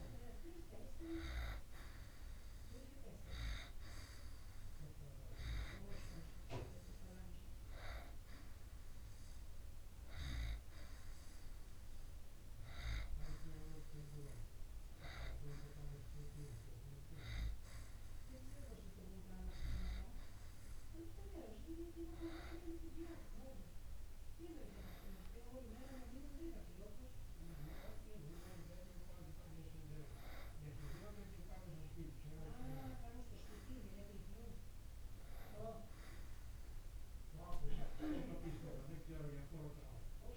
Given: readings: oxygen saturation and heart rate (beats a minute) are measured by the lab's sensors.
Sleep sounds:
breathing in sleep by a room microphone; 1
7.50-22.00 s: hypopnea (oxygen 96% before, 93% lowest, heart rate 59 before, 57 extreme, up 3 after)
23.00-26.50 s: arousal
From the record:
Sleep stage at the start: N2 (light sleep); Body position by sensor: on the back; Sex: male

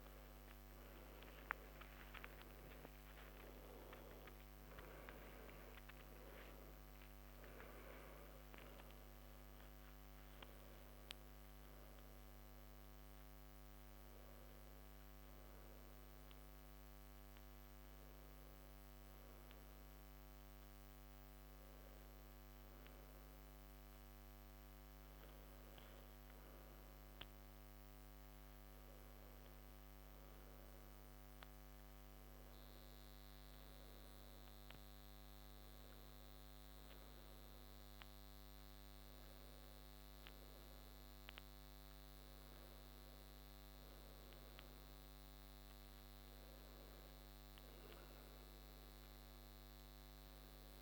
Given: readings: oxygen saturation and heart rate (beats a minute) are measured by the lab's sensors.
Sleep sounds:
breathing in sleep, hard to hear, by a microphone on the trachea; none
3.50-8.50 s: arousal
47.00-50.82 s: new sleep stage, N2 (light sleep)
From the record:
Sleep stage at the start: N1 (lightest sleep); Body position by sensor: on the back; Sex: male

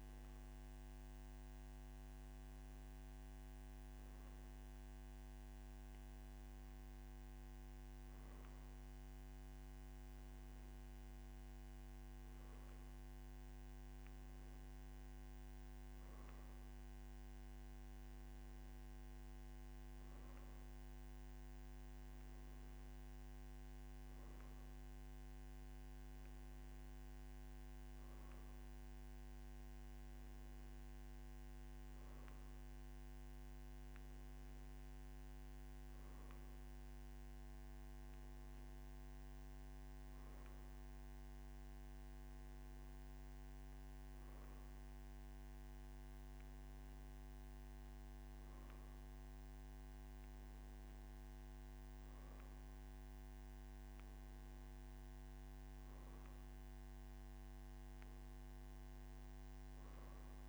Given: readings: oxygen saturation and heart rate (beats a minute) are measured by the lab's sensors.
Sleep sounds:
breathing in sleep, hard to hear, by a microphone on the trachea; none
none scored
From the record:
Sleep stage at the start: N3 (deep sleep); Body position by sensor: on the right side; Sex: male

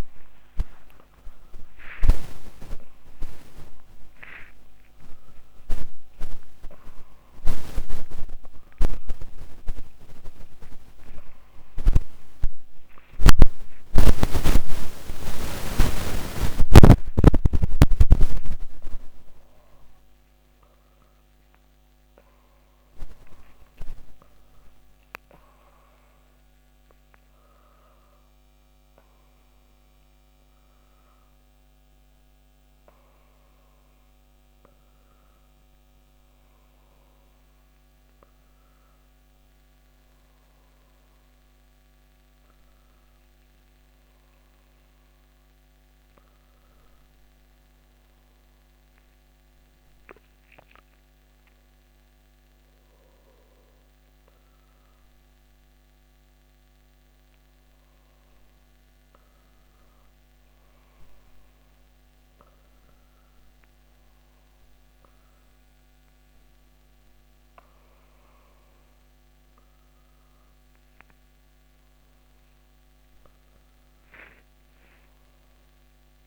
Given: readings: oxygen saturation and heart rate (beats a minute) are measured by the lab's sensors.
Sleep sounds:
a person awake in a sleep study, by a microphone on the trachea; none
none scored
From the record:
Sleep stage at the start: awake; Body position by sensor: upright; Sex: male

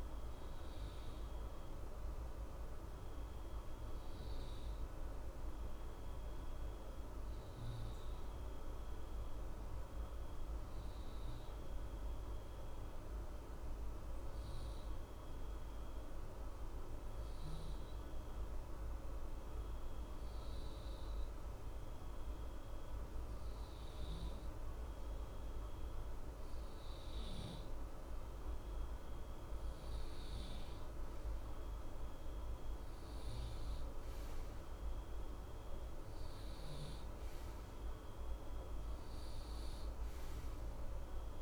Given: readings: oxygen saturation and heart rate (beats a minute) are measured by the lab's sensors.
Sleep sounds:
breathing in sleep, hard to hear, by a room microphone; 1
0.00-2.50 s: arousal
4.50-24.00 s: obstructive apnea (oxygen 93% before, 88% lowest, heart rate 61 before, 61 extreme, up 0 after)
26.00-30.00 s: arousal
28.00-41.42 s: oxygen desaturation (device-marked, oxygen 94% before, 88% lowest, heart rate 61 before, 60 extreme)
From the record:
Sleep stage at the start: N2 (light sleep); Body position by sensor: on the right side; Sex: male

